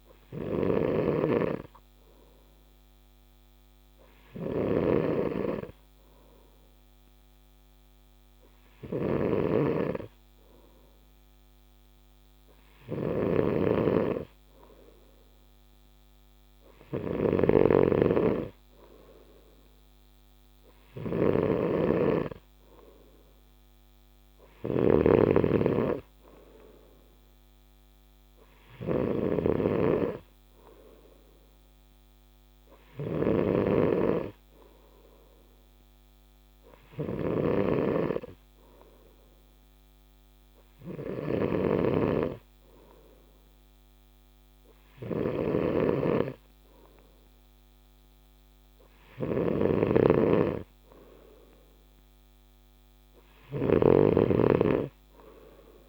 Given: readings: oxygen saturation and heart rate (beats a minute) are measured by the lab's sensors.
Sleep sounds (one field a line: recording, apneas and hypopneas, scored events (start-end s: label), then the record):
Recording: breathing in sleep by a microphone on the trachea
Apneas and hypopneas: none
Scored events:
0.00-55.89 s: snoring (device-marked)
From the record:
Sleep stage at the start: N3 (deep sleep)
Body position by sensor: on the right side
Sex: male